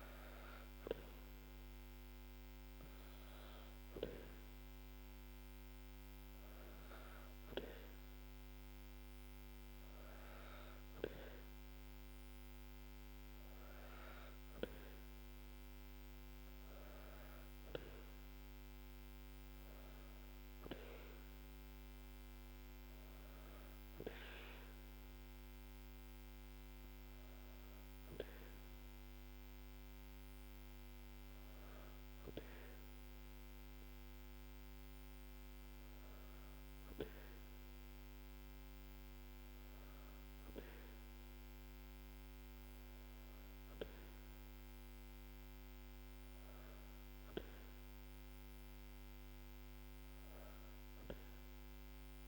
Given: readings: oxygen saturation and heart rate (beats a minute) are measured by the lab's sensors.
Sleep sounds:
breathing in sleep by a microphone on the trachea; none
none scored
From the record:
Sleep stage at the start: N2 (light sleep); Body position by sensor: on the back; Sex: female

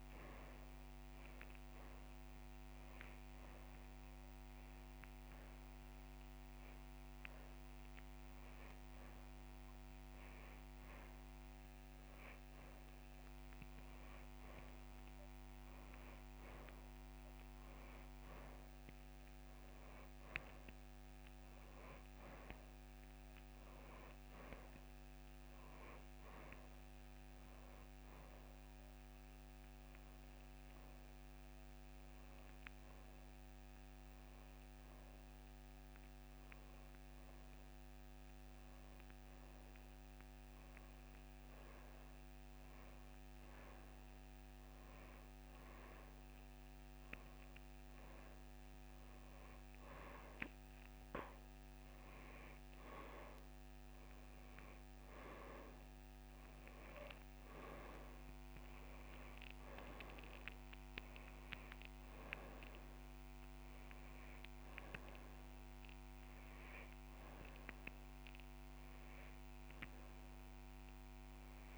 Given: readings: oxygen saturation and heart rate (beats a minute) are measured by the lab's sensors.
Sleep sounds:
breathing in sleep by a microphone on the trachea; none
5.50-9.50 s: drop in pulse transit time (device-marked)
6.00-8.00 s: long interval between heartbeats (device-marked)
8.50-10.50 s: long interval between heartbeats (device-marked)
13.00-15.00 s: long interval between heartbeats (device-marked)
18.50-20.50 s: long interval between heartbeats (device-marked, heart rate 39 before, 47 extreme)
19.50-26.50 s: drop in pulse transit time (device-marked, heart rate 40 before, 26 extreme)
25.00-27.00 s: long interval between heartbeats (device-marked, heart rate 45 before, 27 extreme)
38.50-44.50 s: drop in pulse transit time (device-marked)
44.50-46.50 s: long interval between heartbeats (device-marked)
53.50-63.50 s: drop in pulse transit time (device-marked)
56.00-58.00 s: long interval between heartbeats (device-marked)
58.50-60.50 s: long interval between heartbeats (device-marked)
67.50-70.50 s: drop in pulse transit time (device-marked)
68.50-70.50 s: long interval between heartbeats (device-marked, heart rate 30 before, 30 extreme)
From the record:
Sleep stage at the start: N2 (light sleep); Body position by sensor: on the back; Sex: male

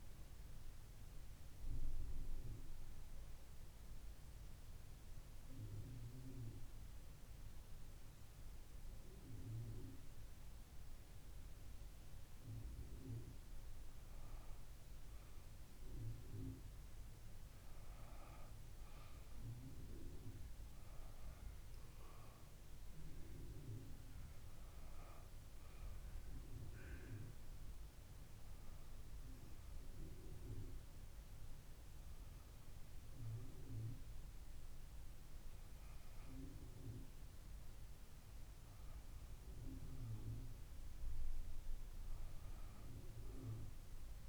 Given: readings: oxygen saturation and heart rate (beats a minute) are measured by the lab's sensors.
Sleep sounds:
breathing in sleep by a room microphone; none
0.00-3.50 s: arousal
From the record:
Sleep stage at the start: N2 (light sleep); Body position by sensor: on the back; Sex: female

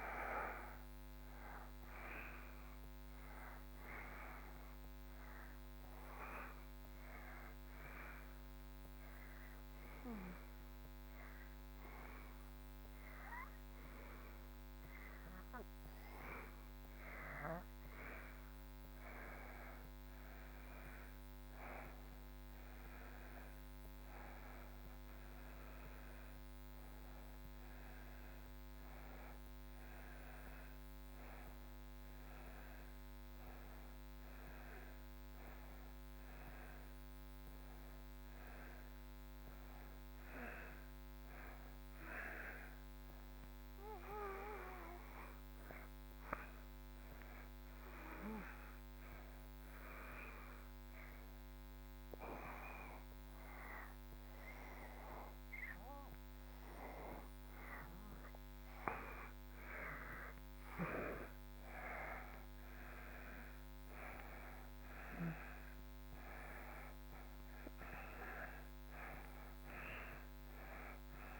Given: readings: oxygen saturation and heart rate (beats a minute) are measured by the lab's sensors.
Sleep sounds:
breathing in sleep by a microphone on the trachea; 2
3.50-17.50 s: obstructive apnea (oxygen 93% before, 85% lowest)
20.00-23.50 s: arousal
31.50-57.50 s: oxygen desaturation (device-marked, oxygen 93% before, 85% lowest)
48.50-59.50 s: obstructive apnea (oxygen 93% before, 87% lowest)
65.00-68.50 s: arousal
From the record:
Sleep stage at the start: N2 (light sleep); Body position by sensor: on the back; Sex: male

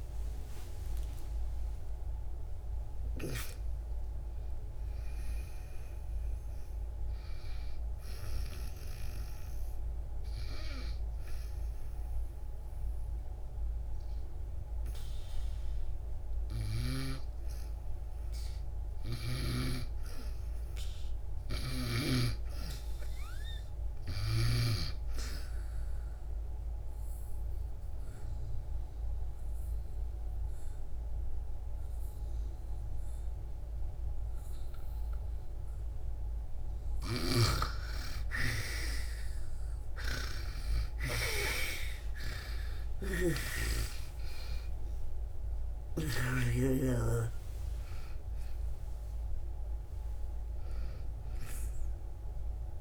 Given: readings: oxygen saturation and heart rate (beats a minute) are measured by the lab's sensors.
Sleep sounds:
breathing in sleep by a room microphone; 1
0.00-4.50 s: arousal
0.00-24.00 s: oxygen desaturation (device-marked, oxygen 85% lowest, heart rate 48 extreme)
25.50-36.50 s: obstructive apnea (oxygen 96% before, 86% lowest, heart rate 69 before, 62 extreme, up 22 after)
37.00-46.50 s: snoring (device-marked)
41.50-47.50 s: arousal
From the record:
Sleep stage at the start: N2 (light sleep); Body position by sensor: on the back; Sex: female

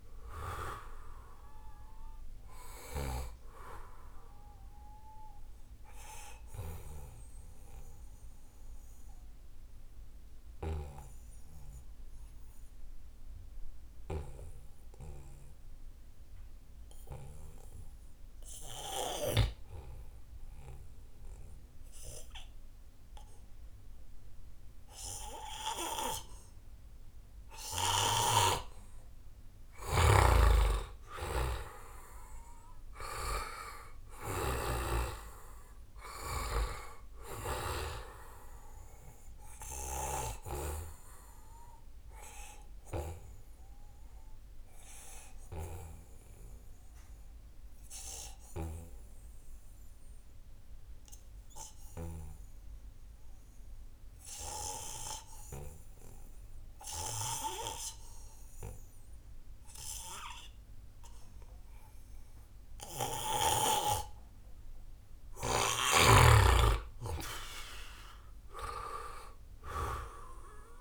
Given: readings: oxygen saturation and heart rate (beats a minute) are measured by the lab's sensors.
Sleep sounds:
breathing in sleep by a room microphone; 2
0.00-15.00 s: oxygen desaturation (device-marked, oxygen 90% lowest, heart rate 72 extreme)
5.50-29.00 s: obstructive apnea (oxygen 97% before, 90% lowest, heart rate 75 before, 72 extreme, up 3 after)
6.00-8.00 s: long interval between heartbeats (device-marked, heart rate 76 before, 92 extreme)
30.00-34.50 s: snoring (device-marked)
30.50-34.00 s: arousal
34.00-52.00 s: oxygen desaturation (device-marked, oxygen 96% before, 91% lowest, heart rate 73 before, 72 extreme)
41.00-64.50 s: obstructive apnea (oxygen 97% before, 90% lowest, heart rate 74 before, 72 extreme, up 3 after)
65.50-69.50 s: arousal
67.00-70.81 s: oxygen desaturation (device-marked, oxygen 96% before, 90% lowest, heart rate 74 before, 72 extreme)
From the record:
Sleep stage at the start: N2 (light sleep); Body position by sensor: on the right side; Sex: male

